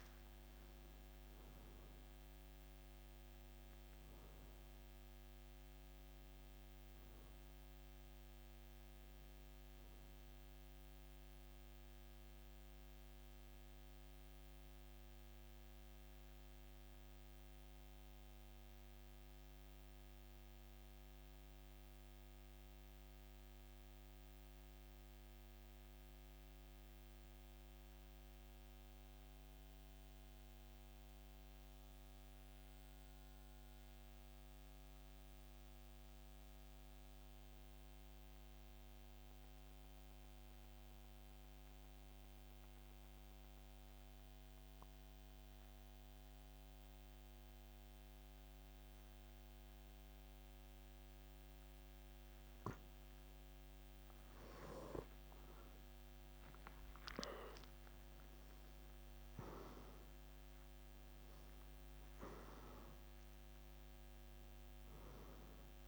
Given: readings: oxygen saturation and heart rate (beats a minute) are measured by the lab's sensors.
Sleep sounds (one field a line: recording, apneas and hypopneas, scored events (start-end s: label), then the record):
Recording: breathing in sleep, hard to hear, by a microphone on the trachea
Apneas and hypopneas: 1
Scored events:
0.00-31.50 s: oxygen desaturation (device-marked, oxygen 88% lowest, heart rate 52 extreme)
13.50-52.00 s: mixed apnea (oxygen 95% before, 88% lowest, heart rate 56 before, 52 extreme, up 3 after)
53.50-57.00 s: arousal
56.50-65.88 s: oxygen desaturation (device-marked, oxygen 97% before, 88% lowest, heart rate 54 before, 52 extreme)
From the record:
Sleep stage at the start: N2 (light sleep)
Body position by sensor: on the back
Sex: male